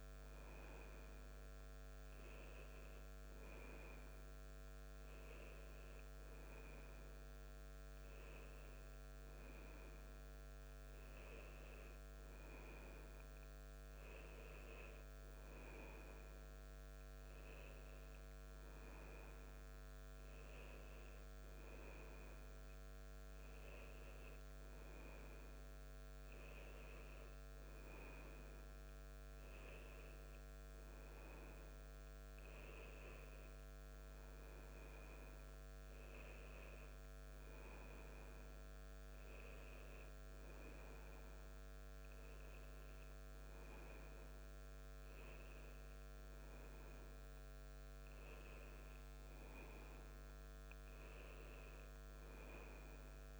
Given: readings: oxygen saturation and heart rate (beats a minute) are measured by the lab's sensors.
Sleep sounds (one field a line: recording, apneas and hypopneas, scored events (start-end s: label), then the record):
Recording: a person awake in a sleep study, hard to hear, by a microphone on the trachea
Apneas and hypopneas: none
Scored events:
none scored
From the record:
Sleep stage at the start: awake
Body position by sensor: on the back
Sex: male